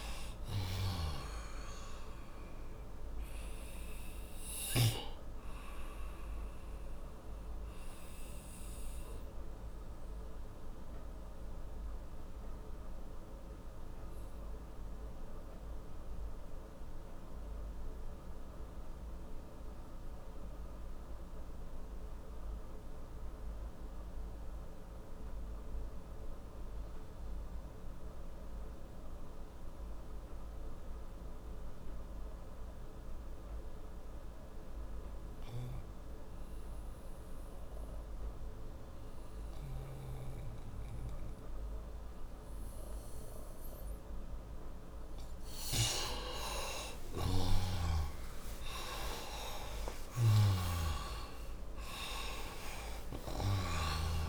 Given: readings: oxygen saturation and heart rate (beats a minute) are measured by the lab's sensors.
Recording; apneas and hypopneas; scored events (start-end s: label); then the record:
breathing in sleep by a room microphone; 1
0.00-26.00 s: oxygen desaturation (device-marked, oxygen 86% lowest, heart rate 58 extreme)
8.00-40.00 s: mixed apnea (oxygen 97% before, 86% lowest, heart rate 83 before, 40 extreme, up 34 after)
46.50-53.50 s: snoring (device-marked)
47.00-52.50 s: arousal
From the record:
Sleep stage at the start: N2 (light sleep); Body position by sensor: on the right side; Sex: male